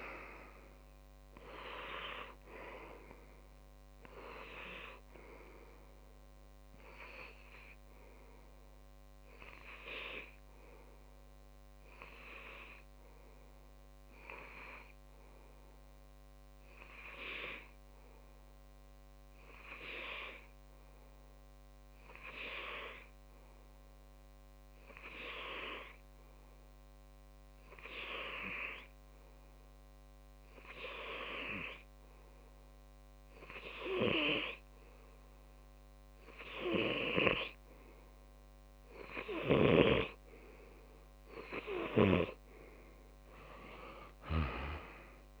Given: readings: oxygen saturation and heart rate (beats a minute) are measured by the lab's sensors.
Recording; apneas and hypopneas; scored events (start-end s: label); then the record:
breathing in sleep by a microphone on the trachea; 1
0.00-7.50 s: oxygen desaturation (device-marked, oxygen 95% lowest)
12.00-14.00 s: long interval between heartbeats (device-marked)
12.00-36.50 s: hypopnea (oxygen 97% before, 94% lowest)
44.00-45.40 s: arousal
From the record:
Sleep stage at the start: N2 (light sleep); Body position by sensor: on the back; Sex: male